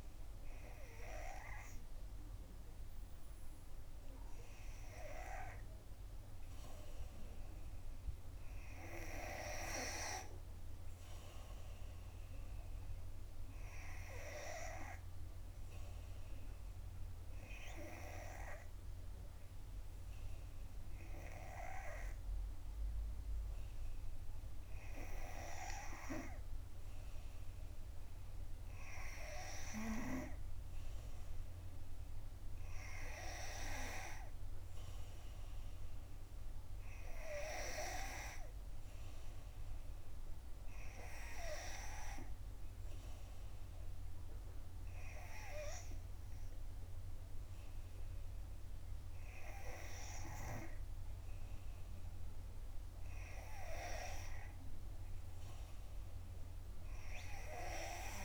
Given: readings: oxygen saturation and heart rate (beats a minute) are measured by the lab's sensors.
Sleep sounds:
breathing in sleep by a room microphone; 1
16.50-29.50 s: hypopnea (oxygen 91% before, 89% lowest, heart rate 66 before, 64 extreme, up 14 after)
31.00-34.50 s: arousal
From the record:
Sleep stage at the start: N3 (deep sleep); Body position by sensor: on the back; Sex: female

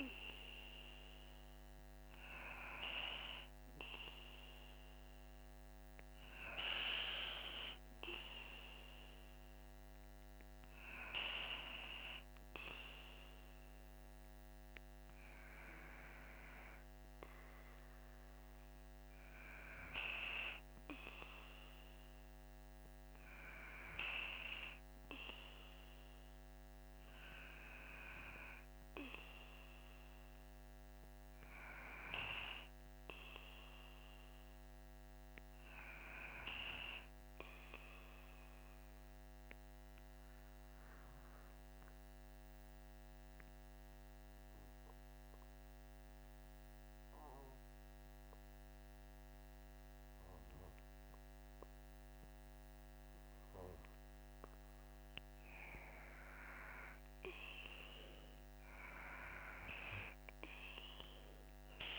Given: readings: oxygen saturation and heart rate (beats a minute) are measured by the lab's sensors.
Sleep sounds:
breathing in sleep by a microphone on the trachea; 1
3.00-16.00 s: oxygen desaturation (device-marked, oxygen 97% before, 94% lowest, heart rate 58 before, 54 extreme)
4.00-61.99 s: new sleep stage, REM sleep
30.50-34.00 s: arousal
37.50-54.00 s: hypopnea (oxygen 97% before, 94% lowest, heart rate 56 before, 55 extreme, up 4 after)
56.00-60.00 s: arousal
From the record:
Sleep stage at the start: N2 (light sleep); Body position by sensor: on the back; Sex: male

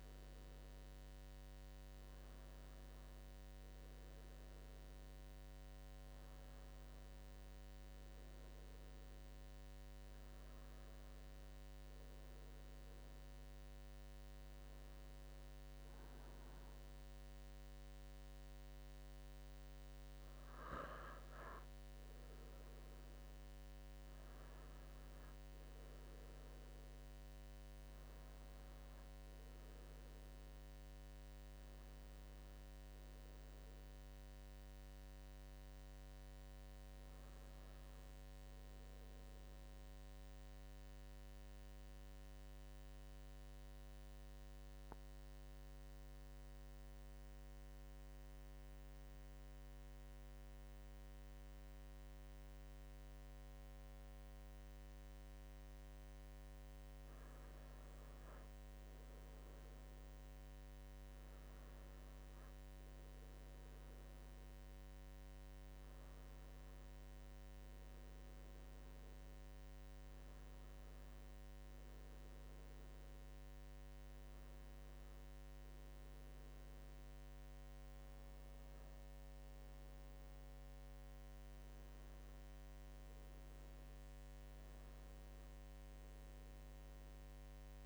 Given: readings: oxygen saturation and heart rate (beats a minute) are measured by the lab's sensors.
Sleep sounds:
breathing in sleep, hard to hear, by a microphone on the trachea; 1
29.00-32.50 s: arousal
42.50-56.00 s: obstructive apnea (oxygen 97% before, 91% lowest, heart rate 84 before, 77 extreme, up 8 after)
58.50-62.00 s: arousal
62.00-87.86 s: oxygen desaturation (device-marked, oxygen 96% before, 91% lowest, heart rate 80 before, 82 extreme)
From the record:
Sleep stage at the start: N2 (light sleep); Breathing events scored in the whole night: 244 in 4.7 hours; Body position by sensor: on the right side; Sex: male

